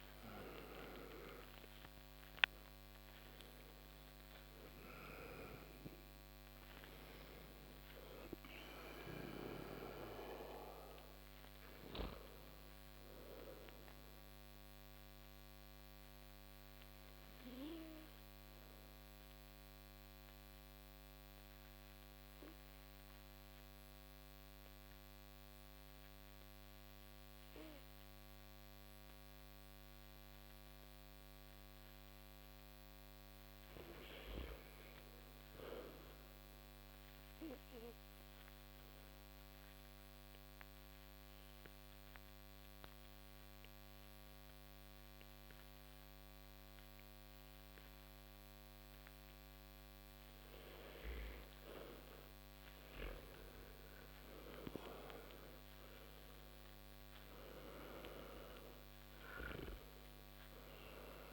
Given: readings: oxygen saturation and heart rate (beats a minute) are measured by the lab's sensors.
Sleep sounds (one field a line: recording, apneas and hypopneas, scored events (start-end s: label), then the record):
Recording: breathing in sleep by a microphone on the trachea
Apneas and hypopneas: 2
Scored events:
0.00-3.00 s: arousal
0.00-27.00 s: oxygen desaturation (device-marked, oxygen 97% before, 82% lowest)
13.50-31.00 s: obstructive apnea (oxygen 97% before, 82% lowest)
33.50-36.00 s: arousal
38.50-50.00 s: obstructive apnea (oxygen 98% before, 85% lowest)
48.00-61.33 s: oxygen desaturation (device-marked, oxygen 97% before, 85% lowest)
53.50-57.50 s: arousal
From the record:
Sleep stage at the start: N2 (light sleep)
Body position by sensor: on the back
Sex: male